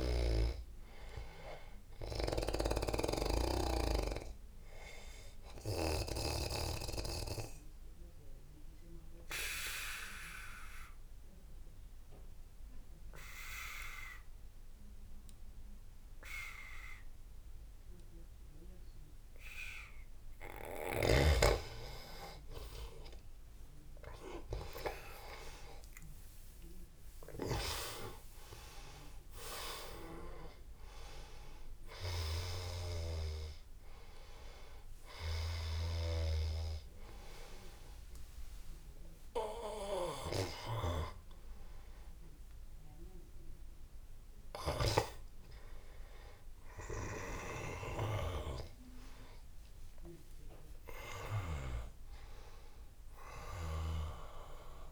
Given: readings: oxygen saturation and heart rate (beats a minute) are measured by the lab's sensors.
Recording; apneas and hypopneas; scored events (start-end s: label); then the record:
a person awake in a sleep study, by a room microphone; 1
0.00-3.50 s: snoring (device-marked)
5.00-21.00 s: obstructive apnea (oxygen 97% before, 87% lowest, heart rate 87 before, 74 extreme, up 16 after)
20.00-46.00 s: oxygen desaturation (device-marked, oxygen 97% before, 87% lowest, heart rate 88 before, 84 extreme)
22.00-52.00 s: new sleep stage, awake
37.00-44.00 s: tachycardia (device-marked, heart rate 86 before, 115 extreme)
52.00-54.92 s: new sleep stage, N1 (lightest sleep)
From the record:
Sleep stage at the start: N2 (light sleep); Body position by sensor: on the back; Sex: male